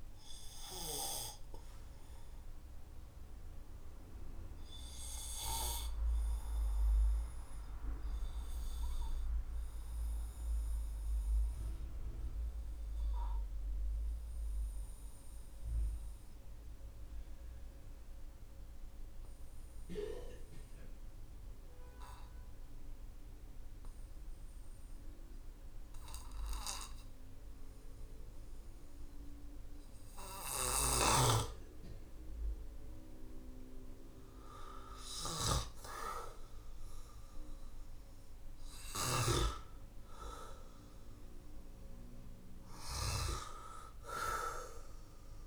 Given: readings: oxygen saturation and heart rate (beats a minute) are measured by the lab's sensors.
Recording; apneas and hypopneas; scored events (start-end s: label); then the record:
breathing in sleep by a room microphone; 1
0.00-16.00 s: oxygen desaturation (device-marked, oxygen 95% lowest, heart rate 45 extreme)
9.00-35.50 s: obstructive apnea (oxygen 99% before, 93% lowest, heart rate 56 before, 45 extreme, up 27 after)
30.50-39.00 s: snoring (device-marked)
37.50-42.50 s: arousal
43.00-45.47 s: oxygen desaturation (device-marked, oxygen 98% before, 93% lowest, heart rate 59 before, 45 extreme)
From the record:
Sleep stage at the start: N2 (light sleep); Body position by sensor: on the back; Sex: male